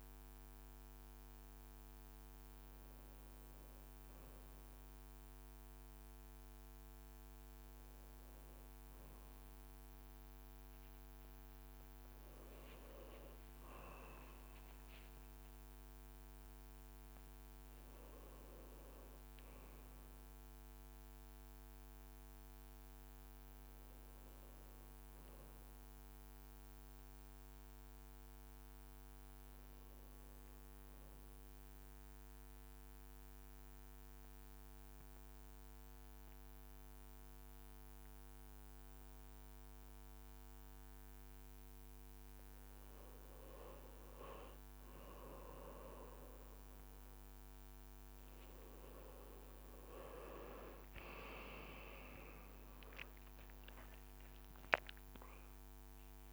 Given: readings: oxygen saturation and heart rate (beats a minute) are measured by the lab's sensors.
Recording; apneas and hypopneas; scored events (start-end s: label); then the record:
a person partly awake in a sleep study, by a microphone on the trachea; 1
7.50-15.50 s: leg movement (device-marked)
16.00-17.50 s: leg movement (device-marked)
18.50-56.33 s: new sleep stage, N2 (light sleep)
30.50-41.50 s: central apnea (oxygen 98% before, 93% lowest, heart rate 58 before, 54 extreme, up 3 after)
36.50-40.00 s: leg movement (device-marked)
45.00-48.50 s: leg movement (device-marked)
45.50-56.33 s: oxygen desaturation (device-marked, oxygen 96% before, 93% lowest, heart rate 56 before, 54 extreme)
48.50-53.00 s: arousal
From the record:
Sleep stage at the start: awake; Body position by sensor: on the right side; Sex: male